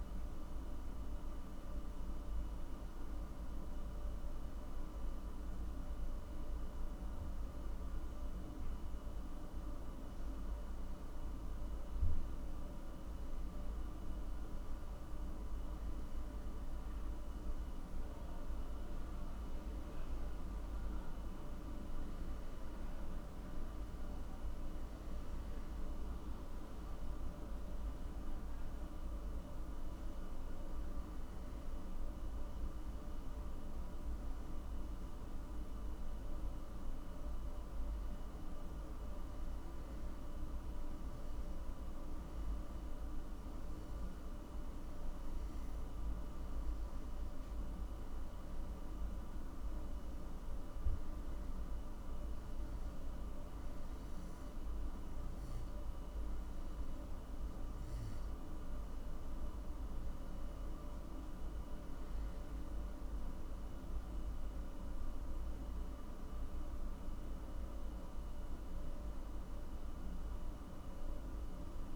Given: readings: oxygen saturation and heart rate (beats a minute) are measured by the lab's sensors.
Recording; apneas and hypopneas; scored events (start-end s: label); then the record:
breathing in sleep, hard to hear, by a room microphone; none
0.00-4.00 s: arousal
From the record:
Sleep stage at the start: N2 (light sleep); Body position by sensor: on the back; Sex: male